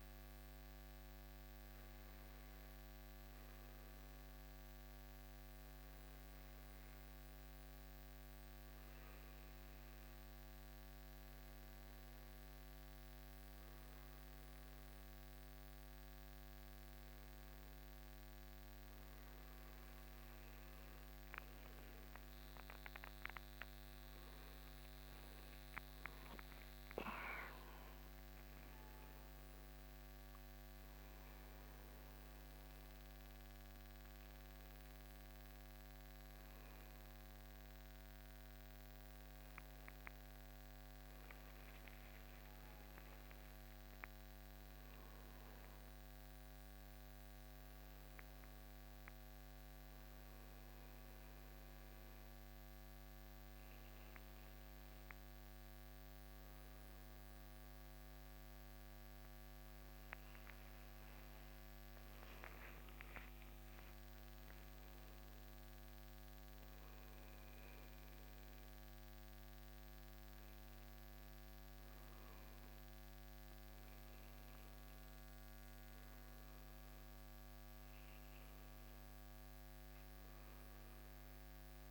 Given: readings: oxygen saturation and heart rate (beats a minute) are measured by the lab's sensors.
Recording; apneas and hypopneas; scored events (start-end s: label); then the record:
breathing in sleep, hard to hear, by a microphone on the trachea; none
14.00-41.00 s: oxygen desaturation (device-marked, oxygen 95% before, 91% lowest, heart rate 66 before, 61 extreme)
15.00-45.00 s: new sleep stage, N1 (lightest sleep)
45.00-81.91 s: new sleep stage, N2 (light sleep)
From the record:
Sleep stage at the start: N2 (light sleep); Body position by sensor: on the right side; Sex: male